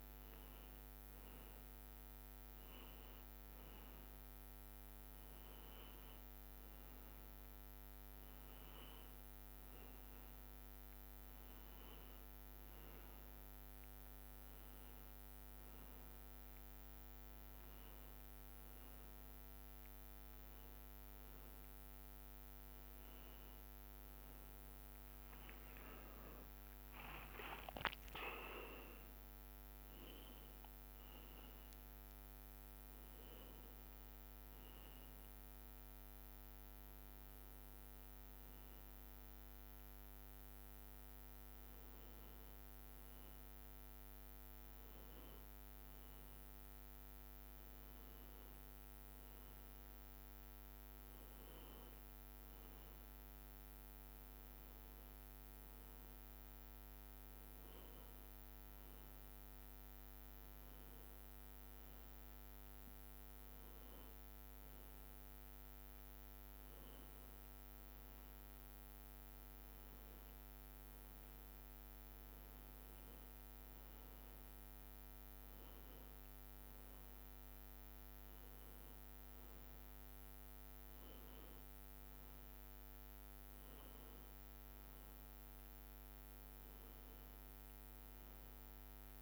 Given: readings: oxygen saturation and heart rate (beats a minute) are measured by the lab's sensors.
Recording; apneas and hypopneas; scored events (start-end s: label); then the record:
a person awake in a sleep study, hard to hear, by a microphone on the trachea; none
none scored
From the record:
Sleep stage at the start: awake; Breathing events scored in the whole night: 200 in 4.2 hours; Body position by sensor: on the back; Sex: male